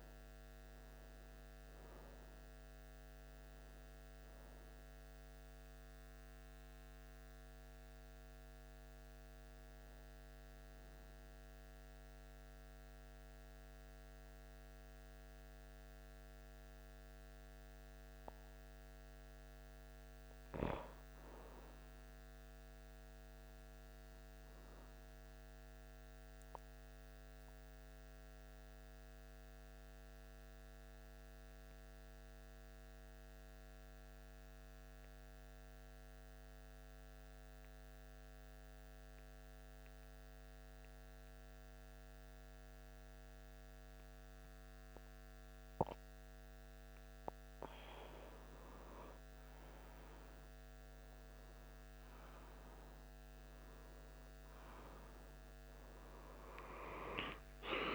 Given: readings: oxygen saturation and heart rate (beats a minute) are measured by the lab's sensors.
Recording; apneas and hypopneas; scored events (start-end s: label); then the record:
breathing in sleep, hard to hear, by a microphone on the trachea; 1
20.00-23.00 s: arousal
25.00-46.50 s: mixed apnea (oxygen 95% before, 87% lowest, heart rate 76 before, 73 extreme, up 1 after)
41.50-52.50 s: oxygen desaturation (device-marked, oxygen 94% before, 88% lowest, heart rate 76 before, 76 extreme)
48.00-53.00 s: arousal
From the record:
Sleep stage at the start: N2 (light sleep); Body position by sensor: on the back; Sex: male